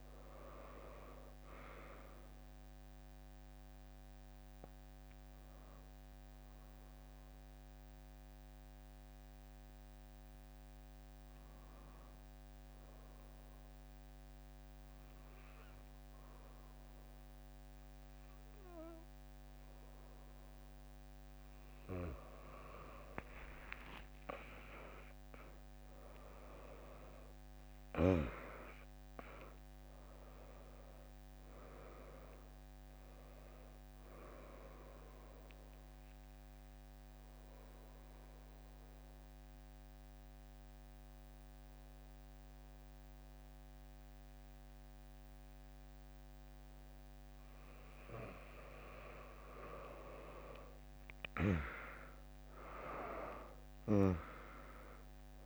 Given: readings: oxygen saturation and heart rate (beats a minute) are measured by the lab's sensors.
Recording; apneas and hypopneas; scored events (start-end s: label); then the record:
breathing in sleep by a microphone on the trachea; 2
0.00-10.00 s: oxygen desaturation (device-marked, oxygen 98% before, 95% lowest, heart rate 73 before, 59 extreme)
1.00-55.46 s: new sleep stage, N2 (light sleep)
3.00-15.00 s: drop in pulse transit time (device-marked, heart rate 72 before, 78 extreme)
5.00-19.00 s: hypopnea (oxygen 98% before, 95% lowest, heart rate 72 before, 59 extreme)
23.50-28.50 s: arousal
31.00-45.00 s: drop in pulse transit time (device-marked, heart rate 70 before, 64 extreme)
35.50-47.50 s: obstructive apnea (oxygen 99% before, 96% lowest, heart rate 66 before, 60 extreme)
50.00-55.00 s: arousal
From the record:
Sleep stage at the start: N1 (lightest sleep); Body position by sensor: on the back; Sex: female